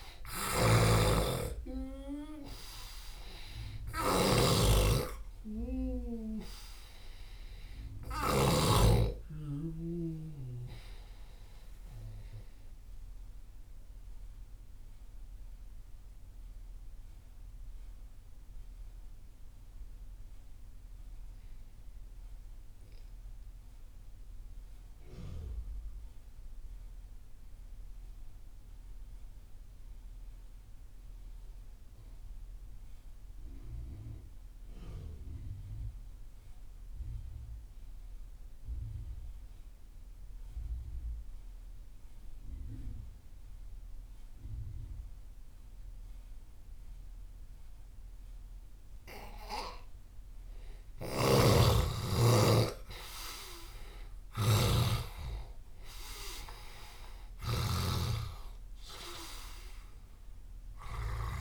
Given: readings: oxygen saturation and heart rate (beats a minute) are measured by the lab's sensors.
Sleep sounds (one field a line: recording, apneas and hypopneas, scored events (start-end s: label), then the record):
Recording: breathing in sleep by a room microphone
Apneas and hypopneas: 1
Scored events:
0.00-1.50 s: arousal
0.00-8.50 s: snoring (device-marked)
0.00-21.50 s: oxygen desaturation (device-marked, oxygen 86% lowest)
10.50-48.50 s: obstructive apnea (oxygen 97% before, 81% lowest)
37.50-61.41 s: oxygen desaturation (device-marked, oxygen 98% before, 81% lowest)
50.50-54.00 s: arousal
50.50-61.41 s: snoring (device-marked)
From the record:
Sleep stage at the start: N2 (light sleep)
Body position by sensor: on the left side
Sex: male